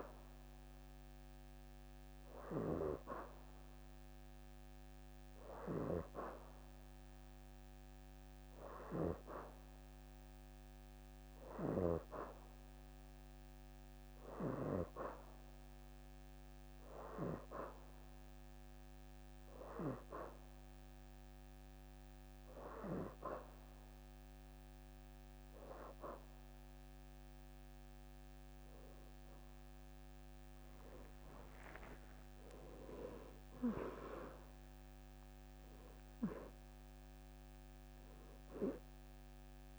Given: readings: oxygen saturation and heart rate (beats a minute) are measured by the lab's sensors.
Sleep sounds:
breathing in sleep by a microphone on the trachea; none
2.50-14.50 s: oxygen desaturation (device-marked, oxygen 90% before, 86% lowest, heart rate 84 before, 82 extreme)
29.00-33.00 s: arousal
32.00-37.00 s: leg movement (device-marked)
From the record:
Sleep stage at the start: N2 (light sleep); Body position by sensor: on the back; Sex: female

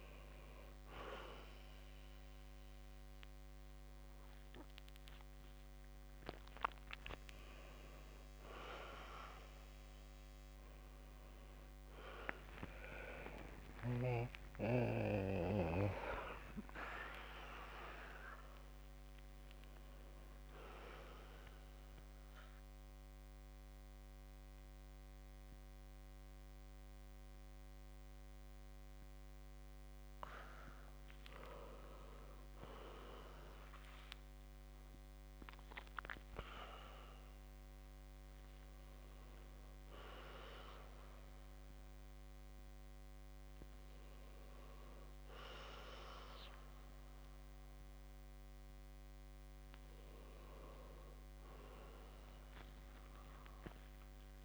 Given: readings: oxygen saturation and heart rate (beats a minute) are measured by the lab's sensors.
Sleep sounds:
a person awake in a sleep study, by a microphone on the trachea; none
8.00-10.00 s: long interval between heartbeats (device-marked, heart rate 76 before, 78 extreme)
13.00-15.00 s: long interval between heartbeats (device-marked, heart rate 71 before, 88 extreme)
16.00-18.00 s: long interval between heartbeats (device-marked, heart rate 73 before, 88 extreme)
From the record:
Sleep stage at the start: awake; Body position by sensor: on the back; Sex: male

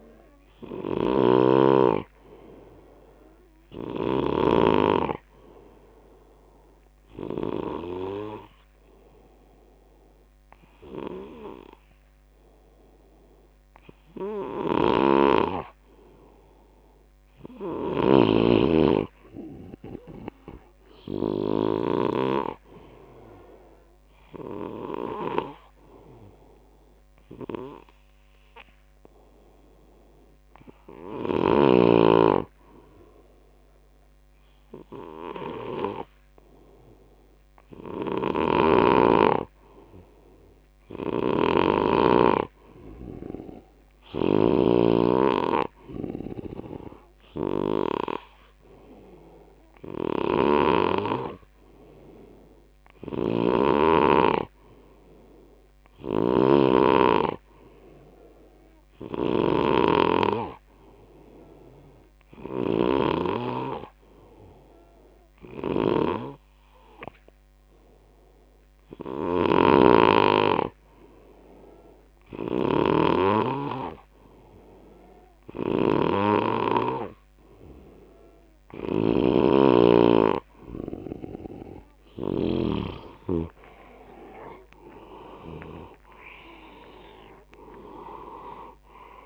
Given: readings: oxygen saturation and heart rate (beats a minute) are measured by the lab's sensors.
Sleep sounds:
breathing in sleep by a microphone on the trachea; 3
0.00-4.50 s: snoring (device-marked)
0.00-18.00 s: oxygen desaturation (device-marked, oxygen 88% lowest, heart rate 65 extreme)
5.50-18.00 s: obstructive apnea (oxygen 98% before, 88% lowest, heart rate 74 before, 65 extreme, up 2 after)
14.50-22.00 s: snoring (device-marked)
19.50-22.00 s: arousal
25.50-38.50 s: hypopnea (oxygen 97% before, 91% lowest, heart rate 81 before, 64 extreme, up 5 after)
41.00-82.50 s: snoring (device-marked)
42.50-45.00 s: arousal
58.00-78.00 s: hypopnea (oxygen 95% before, 91% lowest, heart rate 74 before, 68 extreme, up 12 after)
82.50-86.50 s: arousal
From the record:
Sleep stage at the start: N2 (light sleep); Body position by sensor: on the left side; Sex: male

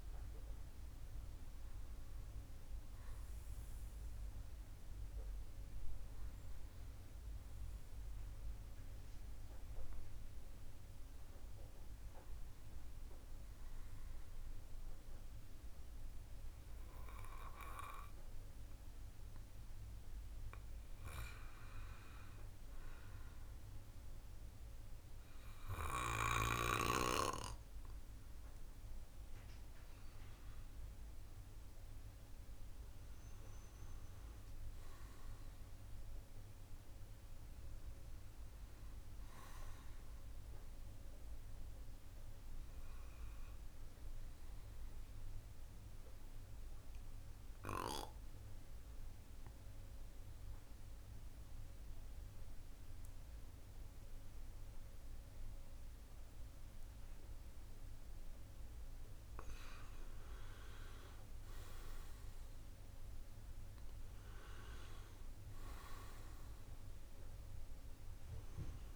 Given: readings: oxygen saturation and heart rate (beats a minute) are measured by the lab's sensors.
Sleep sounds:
breathing in sleep by a room microphone; 1
43.00-59.00 s: obstructive apnea (oxygen 95% before, 91% lowest, heart rate 97 before, 62 extreme)
60.50-64.50 s: arousal
66.50-68.96 s: oxygen desaturation (device-marked, oxygen 97% before, 91% lowest, heart rate 102 before, 68 extreme)
From the record:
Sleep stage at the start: N2 (light sleep); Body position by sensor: on the back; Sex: male

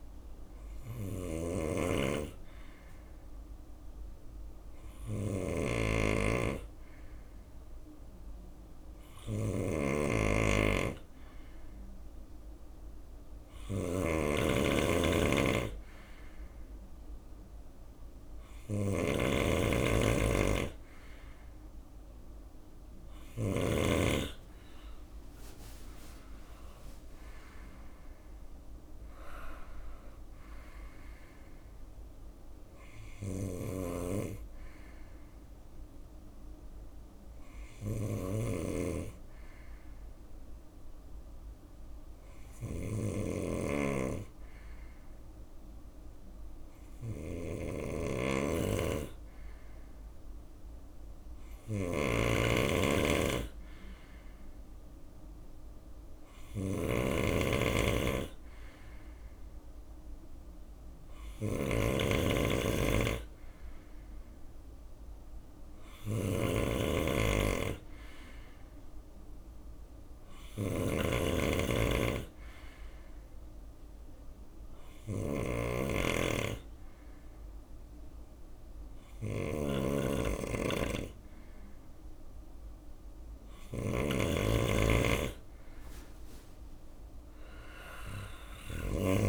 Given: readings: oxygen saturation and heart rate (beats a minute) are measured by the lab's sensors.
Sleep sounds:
breathing in sleep by a room microphone; 3
0.00-7.50 s: drop in pulse transit time (device-marked, heart rate 71 extreme)
0.00-23.00 s: snoring (device-marked)
2.00-13.50 s: hypopnea (oxygen 96% before, 94% lowest, heart rate 75 before, 71 extreme, up 3 after)
25.50-37.50 s: drop in pulse transit time (device-marked, heart rate 73 before, 72 extreme)
26.00-29.00 s: arousal
32.50-88.50 s: snoring (device-marked)
36.00-49.50 s: hypopnea (oxygen 97% before, 94% lowest, heart rate 78 before, 68 extreme, up 2 after)
55.00-59.00 s: arousal
72.00-83.00 s: hypopnea (oxygen 97% before, 94% lowest, heart rate 72 before, 70 extreme, up 5 after)
85.50-88.50 s: arousal
From the record:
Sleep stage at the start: N2 (light sleep); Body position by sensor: on the right side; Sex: male

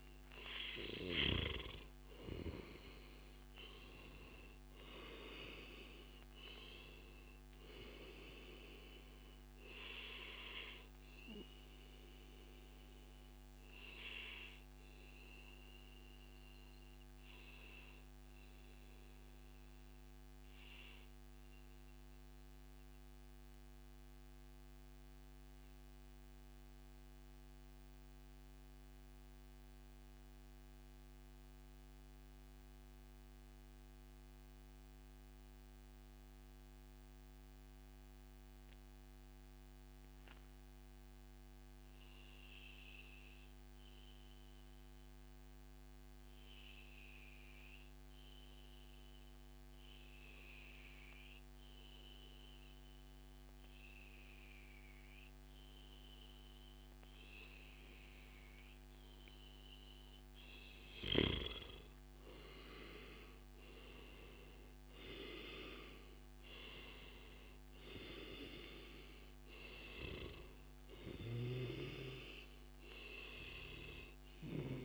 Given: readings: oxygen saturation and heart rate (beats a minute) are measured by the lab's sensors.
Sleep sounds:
breathing in sleep by a microphone on the trachea; 1
0.00-25.50 s: oxygen desaturation (device-marked, oxygen 91% lowest, heart rate 96 extreme)
10.50-60.00 s: obstructive apnea (oxygen 97% before, 91% lowest, heart rate 115 before, 88 extreme, up 25 after)
48.50-50.50 s: long interval between heartbeats (device-marked, heart rate 105 before, 96 extreme)
62.50-65.50 s: arousal
62.50-71.50 s: oxygen desaturation (device-marked, oxygen 96% before, 93% lowest, heart rate 104 before, 92 extreme)
69.00-71.00 s: long interval between heartbeats (device-marked, heart rate 106 before, 115 extreme)
73.50-74.85 s: oxygen desaturation (device-marked, oxygen 95% before, 91% lowest, heart rate 111 before, 92 extreme)
From the record:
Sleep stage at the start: N2 (light sleep); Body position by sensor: on the back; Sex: male

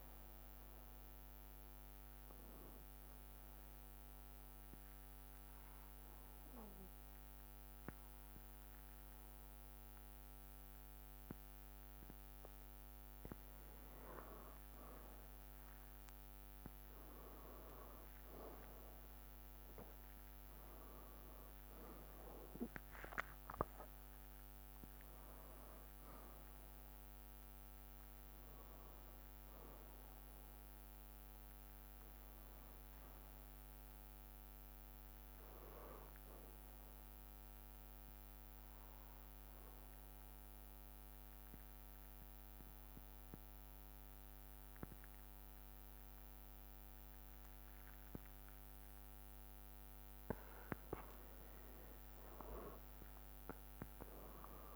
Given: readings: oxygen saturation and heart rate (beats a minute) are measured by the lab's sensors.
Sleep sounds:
breathing in sleep by a microphone on the trachea; 2
0.00-2.00 s: drop in pulse transit time (device-marked, heart rate 63 extreme)
3.50-13.50 s: obstructive apnea (oxygen 96% before, 94% lowest, heart rate 66 before, 61 extreme, up 5 after)
18.50-23.50 s: arousal
38.50-50.50 s: obstructive apnea (oxygen 96% before, 94% lowest, heart rate 66 before, 61 extreme, up 6 after)
From the record:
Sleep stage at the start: N2 (light sleep); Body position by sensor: on the back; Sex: male

